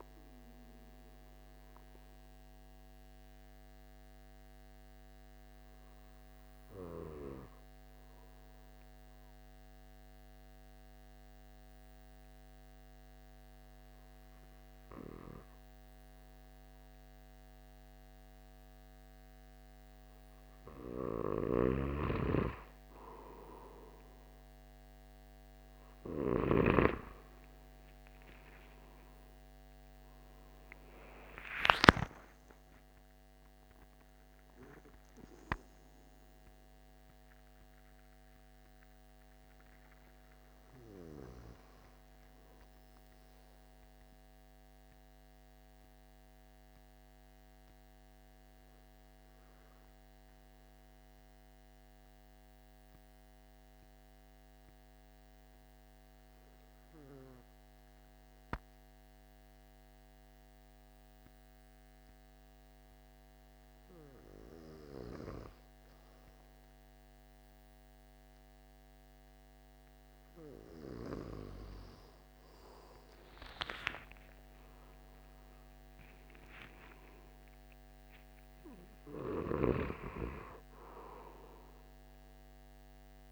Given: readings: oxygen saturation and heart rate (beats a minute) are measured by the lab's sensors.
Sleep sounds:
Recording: breathing in sleep by a microphone on the trachea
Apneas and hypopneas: 2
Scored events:
1.50-21.00 s: mixed apnea (oxygen 97% before, 92% lowest)
21.50-27.00 s: snoring (device-marked)
28.00-54.00 s: oxygen desaturation (device-marked, oxygen 97% before, 92% lowest)
30.50-35.50 s: arousal
45.00-65.50 s: obstructive apnea (oxygen 98% before, 93% lowest)
73.50-76.50 s: arousal
From the record:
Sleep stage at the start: N2 (light sleep)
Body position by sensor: on the back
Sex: male

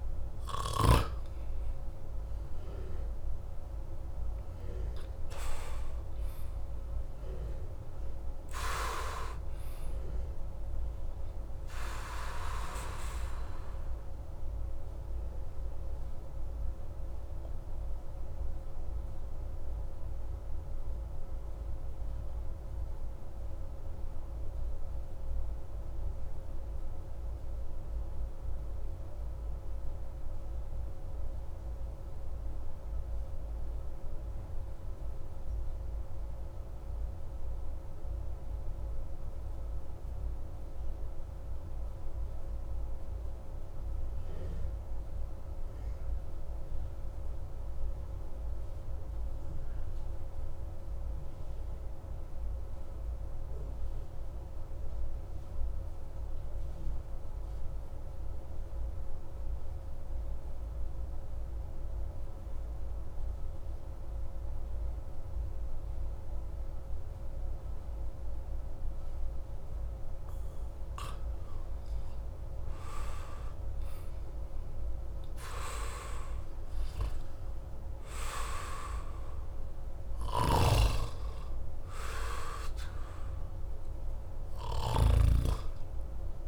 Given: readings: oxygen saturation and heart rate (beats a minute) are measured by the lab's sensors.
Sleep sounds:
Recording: breathing in sleep by a room microphone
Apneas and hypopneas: 1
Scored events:
0.00-4.50 s: arousal
0.00-33.00 s: oxygen desaturation (device-marked, oxygen 86% lowest)
12.50-71.00 s: obstructive apnea (oxygen 96% before, 86% lowest)
58.00-86.48 s: oxygen desaturation (device-marked, oxygen 98% before, 86% lowest)
74.00-77.50 s: arousal
80.00-86.48 s: snoring (device-marked)
From the record:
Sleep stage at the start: N2 (light sleep)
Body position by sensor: on the back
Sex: male

